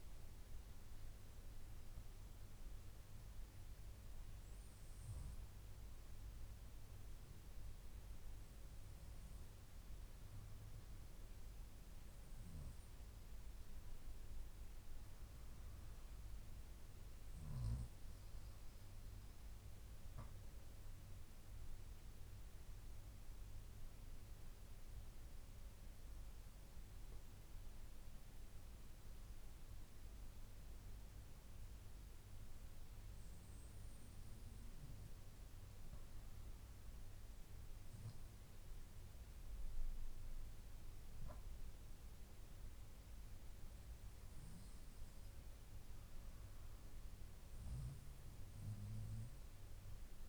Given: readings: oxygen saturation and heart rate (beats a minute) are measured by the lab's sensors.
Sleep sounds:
breathing in sleep, hard to hear, by a room microphone; none
1.00-5.00 s: arousal
From the record:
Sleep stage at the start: N2 (light sleep); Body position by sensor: on the left side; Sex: female

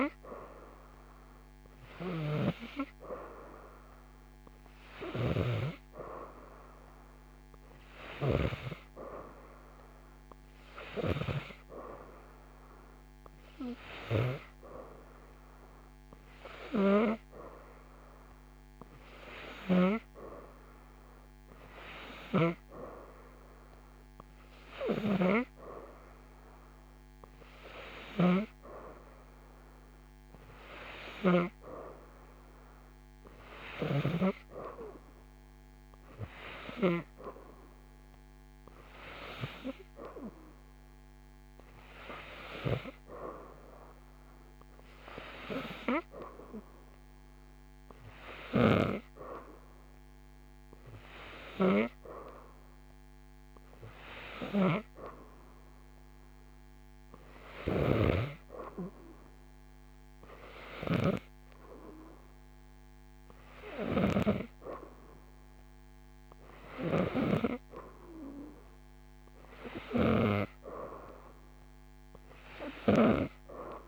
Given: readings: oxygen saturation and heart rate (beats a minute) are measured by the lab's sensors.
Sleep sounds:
breathing in sleep by a microphone on the trachea; none
5.00-19.00 s: oxygen desaturation (device-marked, oxygen 95% before, 91% lowest, heart rate 81 before, 77 extreme)
27.50-34.00 s: snoring (device-marked)
From the record:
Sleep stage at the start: N3 (deep sleep); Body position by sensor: upright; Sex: female

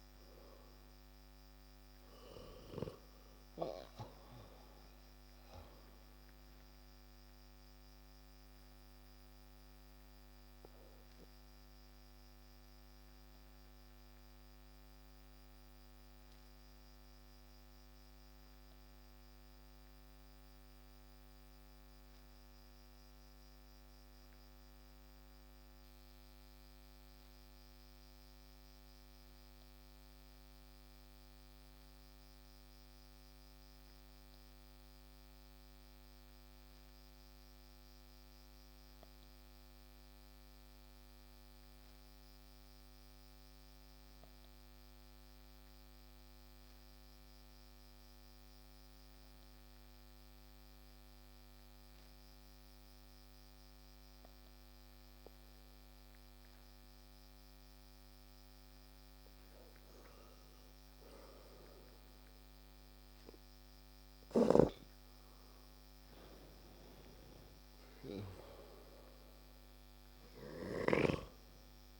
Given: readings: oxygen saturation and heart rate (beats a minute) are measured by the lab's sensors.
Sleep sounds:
breathing in sleep by a microphone on the trachea; 1
0.00-1.00 s: oxygen desaturation (device-marked, oxygen 92% lowest)
6.50-56.50 s: obstructive apnea (oxygen 96% before, 89% lowest)
8.00-28.00 s: oxygen desaturation (device-marked, oxygen 93% before, 90% lowest)
50.00-72.00 s: oxygen desaturation (device-marked, oxygen 97% before, 89% lowest)
59.00-63.50 s: arousal
From the record:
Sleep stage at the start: N2 (light sleep); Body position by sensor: on the back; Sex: male

